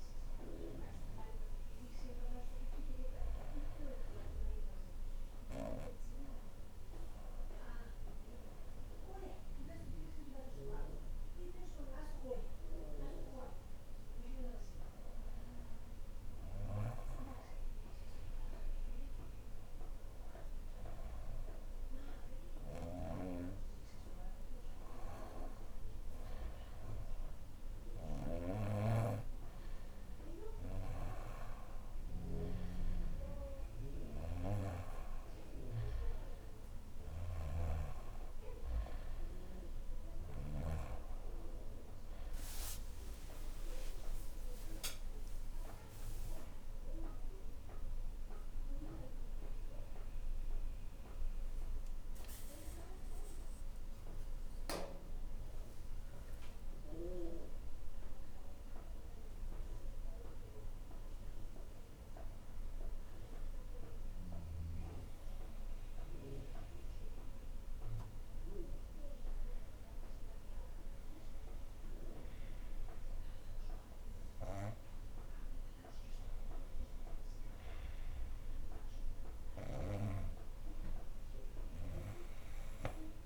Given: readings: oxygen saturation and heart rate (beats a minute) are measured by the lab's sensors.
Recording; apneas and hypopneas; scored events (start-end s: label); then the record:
breathing in sleep by a room microphone; none
4.50-9.50 s: oxygen desaturation (device-marked, oxygen 96% before, 93% lowest, heart rate 72 before, 73 extreme)
22.50-28.50 s: snoring (device-marked)
37.00-40.50 s: snoring (device-marked)
42.00-46.00 s: arousal
From the record:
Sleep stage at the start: N2 (light sleep); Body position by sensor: on the front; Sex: female